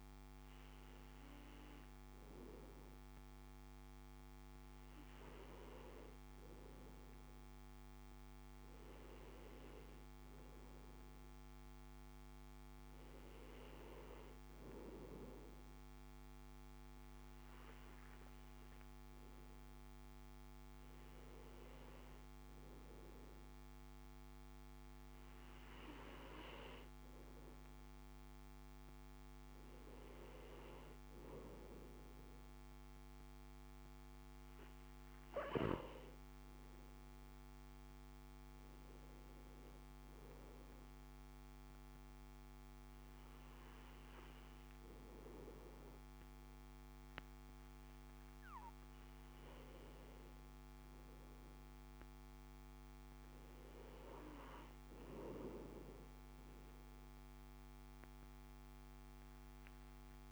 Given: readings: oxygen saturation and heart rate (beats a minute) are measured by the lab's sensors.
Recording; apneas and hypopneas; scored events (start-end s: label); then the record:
breathing in sleep by a microphone on the trachea; none
none scored
From the record:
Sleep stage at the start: N2 (light sleep); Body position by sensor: on the back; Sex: male